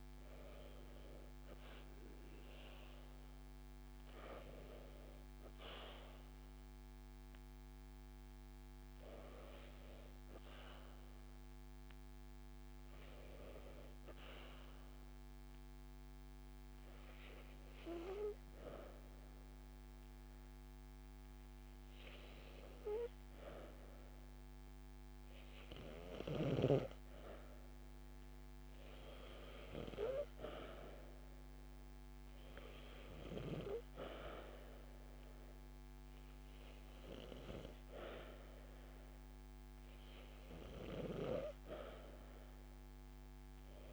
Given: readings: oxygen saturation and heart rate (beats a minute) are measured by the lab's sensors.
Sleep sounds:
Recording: breathing in sleep by a microphone on the trachea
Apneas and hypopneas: 1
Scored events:
0.00-3.00 s: arousal
11.00-13.00 s: long interval between heartbeats (device-marked)
14.50-26.50 s: obstructive apnea (oxygen 96% before, 93% lowest)
33.00-37.50 s: arousal
33.50-35.50 s: long interval between heartbeats (device-marked)
From the record:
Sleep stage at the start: N2 (light sleep)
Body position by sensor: on the back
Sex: female

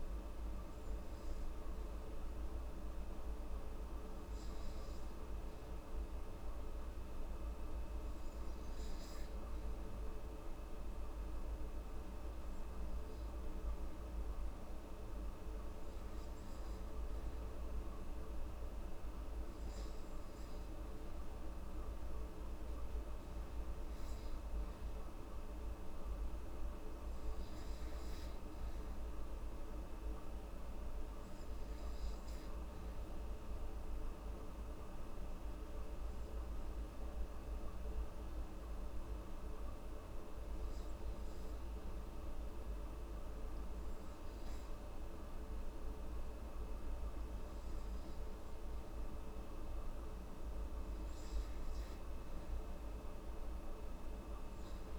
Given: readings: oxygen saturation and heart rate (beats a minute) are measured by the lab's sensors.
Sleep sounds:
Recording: breathing in sleep, hard to hear, by a room microphone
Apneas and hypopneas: 2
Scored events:
6.50-19.50 s: hypopnea (oxygen 97% before, 94% lowest, heart rate 71 before, 68 extreme, up 2 after)
24.00-28.00 s: arousal
35.50-49.00 s: hypopnea (oxygen 97% before, 93% lowest, heart rate 71 before, 69 extreme, up 5 after)
53.50-54.99 s: new sleep stage, N2 (light sleep)
From the record:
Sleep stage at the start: REM sleep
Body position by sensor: on the back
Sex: female

